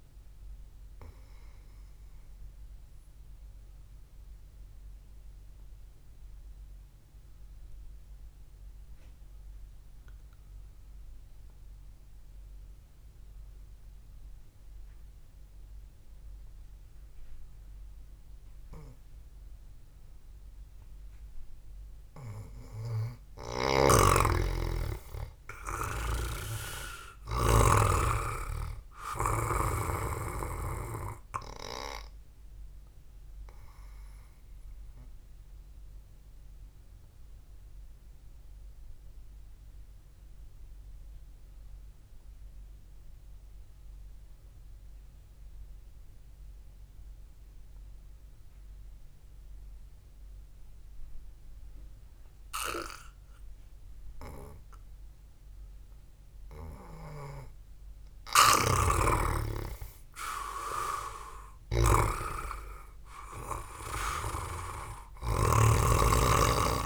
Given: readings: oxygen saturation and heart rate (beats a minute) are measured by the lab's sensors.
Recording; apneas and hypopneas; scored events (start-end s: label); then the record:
breathing in sleep by a room microphone; 2
3.00-21.50 s: obstructive apnea (oxygen 99% before, 90% lowest, heart rate 62 before, 59 extreme, up 0 after)
24.00-28.50 s: snoring (device-marked)
24.50-29.00 s: arousal
28.00-54.00 s: oxygen desaturation (device-marked, oxygen 98% before, 90% lowest, heart rate 66 before, 56 extreme)
35.00-57.00 s: obstructive apnea (oxygen 98% before, 90% lowest, heart rate 63 before, 56 extreme, up 0 after)
59.00-66.50 s: snoring (device-marked)
59.50-64.50 s: arousal
From the record:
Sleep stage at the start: N2 (light sleep); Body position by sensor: on the back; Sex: male